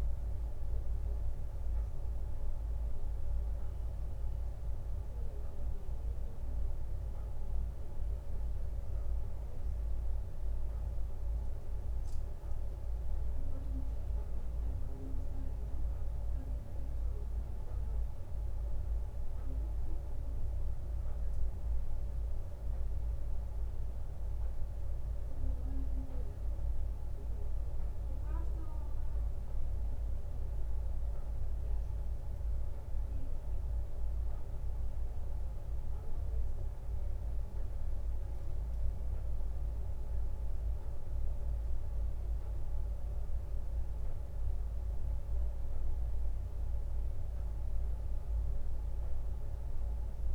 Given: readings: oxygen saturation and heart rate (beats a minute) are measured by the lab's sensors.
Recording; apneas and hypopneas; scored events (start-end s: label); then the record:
breathing in sleep, hard to hear, by a room microphone; none
none scored
From the record:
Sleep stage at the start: N1 (lightest sleep); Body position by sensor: on the right side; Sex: male